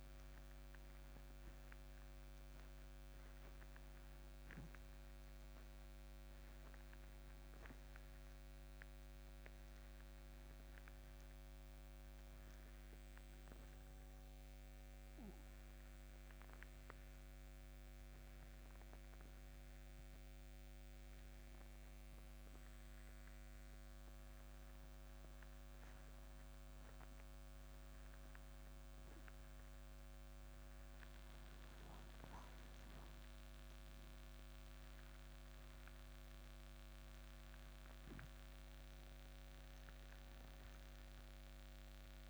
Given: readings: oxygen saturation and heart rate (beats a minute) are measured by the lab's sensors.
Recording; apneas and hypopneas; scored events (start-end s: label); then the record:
breathing in sleep, hard to hear, by a microphone on the trachea; 1
16.50-27.50 s: obstructive apnea (oxygen 97% before, 92% lowest, heart rate 62 before, 58 extreme, up 3 after)
29.00-32.00 s: arousal
From the record:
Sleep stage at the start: N2 (light sleep); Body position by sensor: on the back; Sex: male